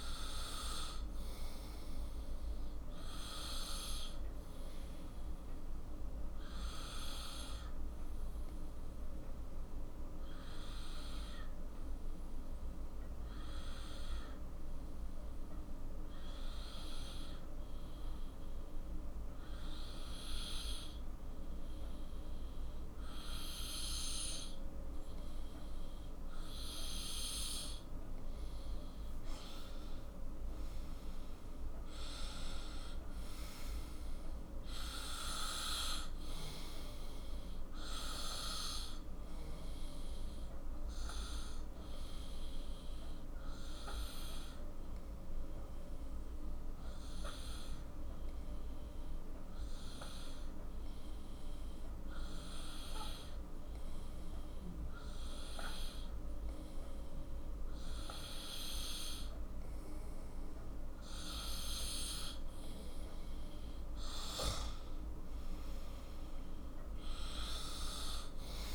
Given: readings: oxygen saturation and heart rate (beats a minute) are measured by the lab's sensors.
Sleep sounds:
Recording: breathing in sleep by a room microphone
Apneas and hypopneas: 2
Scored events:
0.00-16.50 s: oxygen desaturation (device-marked, oxygen 93% lowest, heart rate 43 extreme)
3.50-27.50 s: obstructive apnea (oxygen 98% before, 93% lowest, heart rate 55 before, 44 extreme, up 12 after)
28.50-46.50 s: oxygen desaturation (device-marked, oxygen 97% before, 93% lowest, heart rate 47 before, 48 extreme)
29.00-33.50 s: arousal
39.50-61.50 s: obstructive apnea (oxygen 97% before, 93% lowest, heart rate 54 before, 46 extreme, up 11 after)
63.50-67.50 s: arousal
From the record:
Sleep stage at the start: N2 (light sleep)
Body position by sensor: on the right side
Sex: male

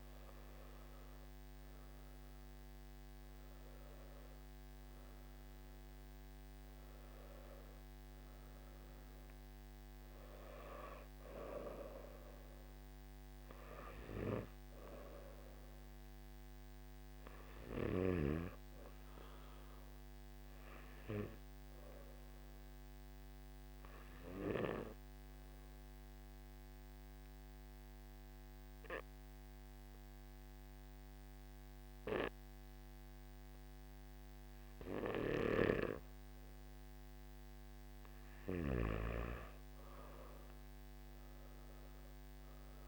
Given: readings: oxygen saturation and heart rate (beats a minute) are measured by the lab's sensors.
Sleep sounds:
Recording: breathing in sleep by a microphone on the trachea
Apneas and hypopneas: 1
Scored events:
0.00-22.50 s: oxygen desaturation (device-marked, oxygen 92% lowest, heart rate 55 extreme)
6.50-42.88 s: new sleep stage, N2 (light sleep)
24.00-37.00 s: obstructive apnea (oxygen 97% before, 91% lowest, heart rate 59 before, 57 extreme, up 9 after)
From the record:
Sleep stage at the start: N3 (deep sleep)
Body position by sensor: on the back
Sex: male

